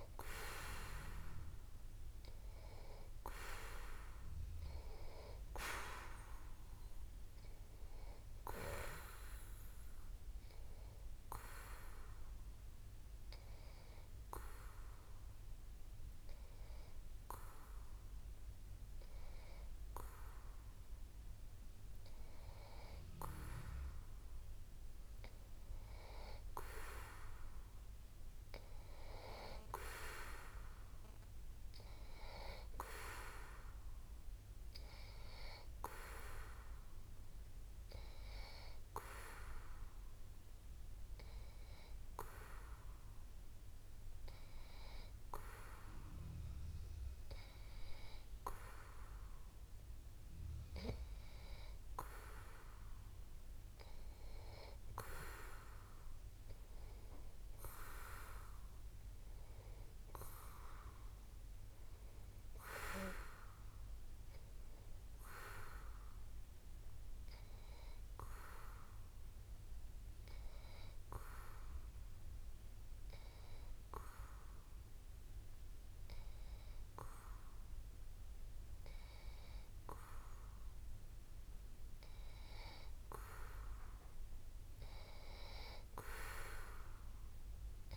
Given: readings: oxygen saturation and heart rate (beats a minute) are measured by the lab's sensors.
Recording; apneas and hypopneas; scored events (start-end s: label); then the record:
breathing in sleep by a room microphone; none
59.50-63.50 s: arousal
From the record:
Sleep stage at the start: N2 (light sleep); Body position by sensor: on the back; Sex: male